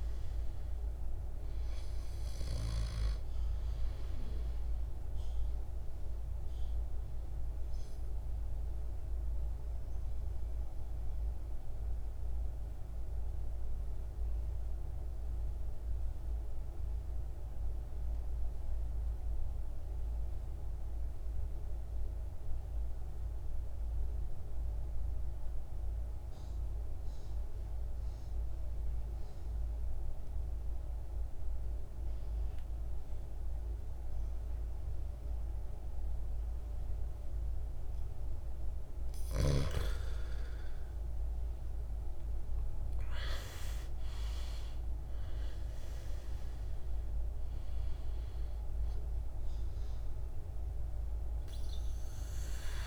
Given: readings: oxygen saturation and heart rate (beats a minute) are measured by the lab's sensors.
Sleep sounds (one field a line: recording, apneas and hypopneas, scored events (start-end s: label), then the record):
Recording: breathing in sleep, hard to hear, by a room microphone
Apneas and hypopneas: 1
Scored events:
0.00-8.00 s: oxygen desaturation (device-marked, oxygen 82% lowest, heart rate 51 extreme)
6.00-38.50 s: mixed apnea (oxygen 99% before, 78% lowest, heart rate 63 before, 51 extreme, up 18 after)
12.00-24.00 s: oxygen desaturation (device-marked, oxygen 100% before, 80% lowest, heart rate 63 before, 51 extreme)
30.00-52.87 s: oxygen desaturation (device-marked, oxygen 99% before, 78% lowest, heart rate 53 before, 53 extreme)
40.50-44.50 s: arousal
From the record:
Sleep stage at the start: N2 (light sleep)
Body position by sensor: on the back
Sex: male